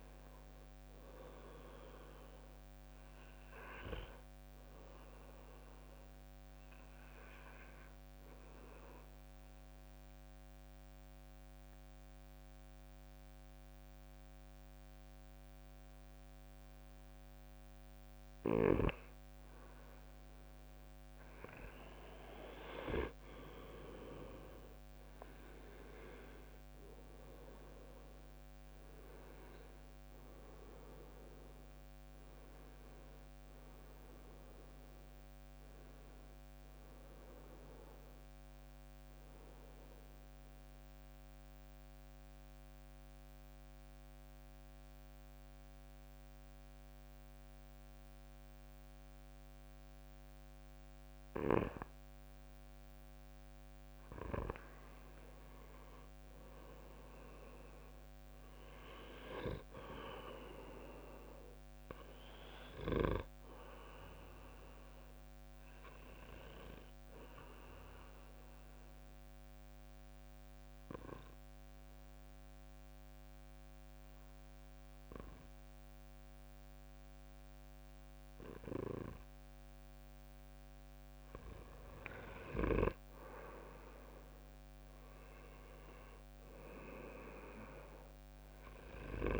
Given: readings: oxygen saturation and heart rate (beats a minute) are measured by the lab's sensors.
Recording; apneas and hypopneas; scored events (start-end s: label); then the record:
breathing in sleep by a microphone on the trachea; 3
5.00-20.00 s: mixed apnea (oxygen 98% before, 93% lowest, heart rate 59 before, 56 extreme, up 10 after)
23.00-46.00 s: oxygen desaturation (device-marked, oxygen 97% before, 93% lowest, heart rate 61 before, 55 extreme)
23.50-28.00 s: arousal
38.50-54.00 s: mixed apnea (oxygen 97% before, 93% lowest, heart rate 66 before, 55 extreme, up 14 after)
57.00-60.00 s: arousal
57.00-73.00 s: oxygen desaturation (device-marked, oxygen 98% before, 93% lowest, heart rate 60 before, 57 extreme)
68.00-82.00 s: obstructive apnea (oxygen 98% before, 92% lowest, heart rate 64 before, 58 extreme, up 8 after)
84.50-88.00 s: arousal
From the record:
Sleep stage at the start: N2 (light sleep); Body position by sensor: on the back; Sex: male